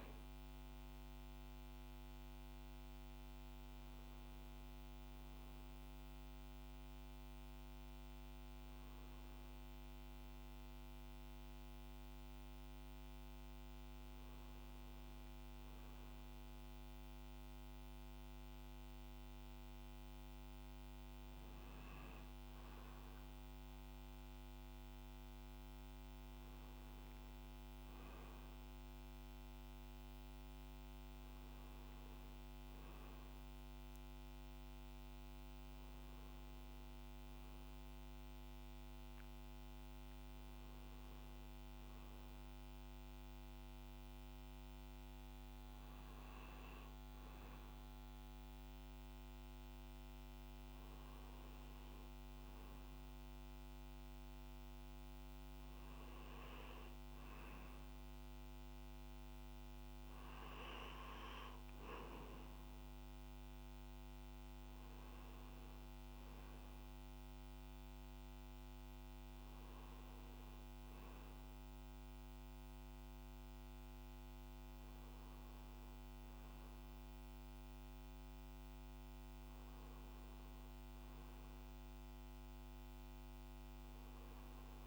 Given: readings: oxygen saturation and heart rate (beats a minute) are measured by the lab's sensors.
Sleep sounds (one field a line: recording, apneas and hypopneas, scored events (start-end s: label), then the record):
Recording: breathing in sleep, hard to hear, by a microphone on the trachea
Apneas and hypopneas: none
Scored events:
none scored
From the record:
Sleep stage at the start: N1 (lightest sleep)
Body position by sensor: on the back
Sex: male